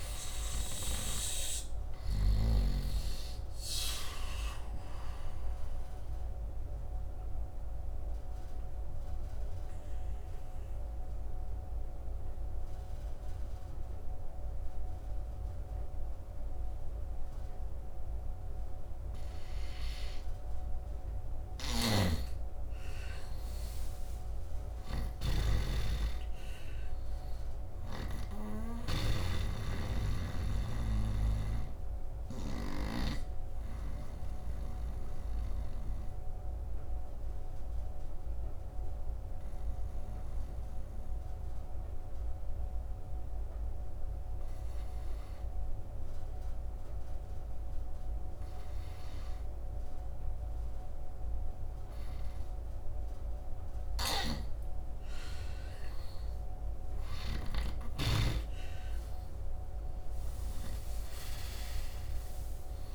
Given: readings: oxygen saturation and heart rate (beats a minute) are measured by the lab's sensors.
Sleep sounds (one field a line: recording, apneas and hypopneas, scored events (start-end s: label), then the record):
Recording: breathing in sleep by a room microphone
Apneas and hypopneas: 2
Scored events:
0.00-1.00 s: snoring (device-marked)
0.00-1.50 s: arousal
3.00-20.00 s: oxygen desaturation (device-marked, oxygen 99% before, 88% lowest, heart rate 75 before, 66 extreme)
5.00-21.00 s: obstructive apnea (oxygen 99% before, 80% lowest, heart rate 74 before, 66 extreme, up 11 after)
21.50-28.00 s: snoring (device-marked)
23.00-27.50 s: arousal
30.00-46.00 s: oxygen desaturation (device-marked, oxygen 98% before, 85% lowest, heart rate 71 before, 72 extreme)
30.50-53.50 s: obstructive apnea (oxygen 99% before, 80% lowest, heart rate 71 before, 66 extreme, up 7 after)
55.00-62.95 s: oxygen desaturation (device-marked, oxygen 98% before, 80% lowest, heart rate 74 before, 66 extreme)
56.50-60.50 s: arousal
From the record:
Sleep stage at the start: N2 (light sleep)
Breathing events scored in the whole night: 366 in 3.5 hours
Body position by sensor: on the right side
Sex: male